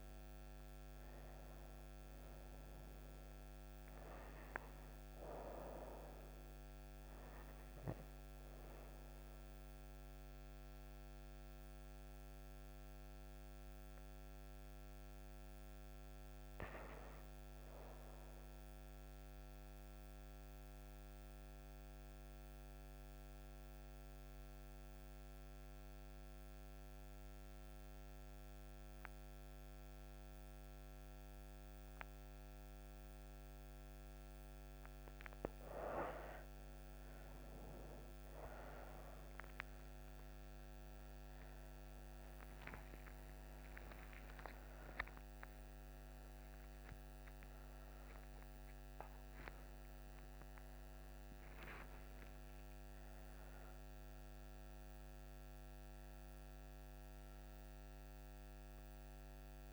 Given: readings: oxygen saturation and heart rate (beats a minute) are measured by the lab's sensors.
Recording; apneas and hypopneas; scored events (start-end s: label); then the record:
breathing in sleep by a microphone on the trachea; 1
0.00-17.00 s: oxygen desaturation (device-marked, oxygen 89% lowest)
18.50-35.50 s: obstructive apnea (oxygen 95% before, 93% lowest)
39.00-55.00 s: oxygen desaturation (device-marked, oxygen 99% before, 93% lowest)
41.00-46.50 s: arousal
From the record:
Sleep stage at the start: N2 (light sleep); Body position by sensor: on the right side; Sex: female